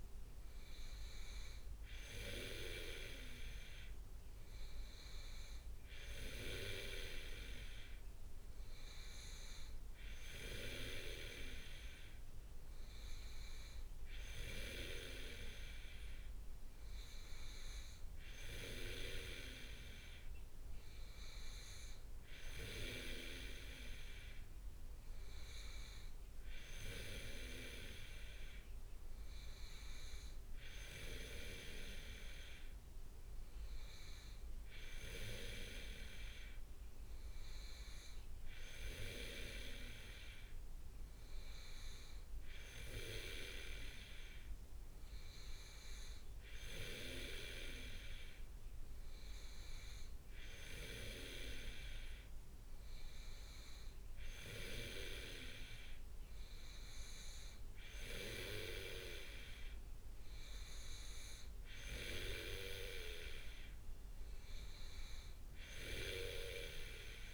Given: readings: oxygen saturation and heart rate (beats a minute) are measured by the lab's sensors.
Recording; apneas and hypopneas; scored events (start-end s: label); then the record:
breathing in sleep by a room microphone; none
none scored
From the record:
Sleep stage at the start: N2 (light sleep); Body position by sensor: on the back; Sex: male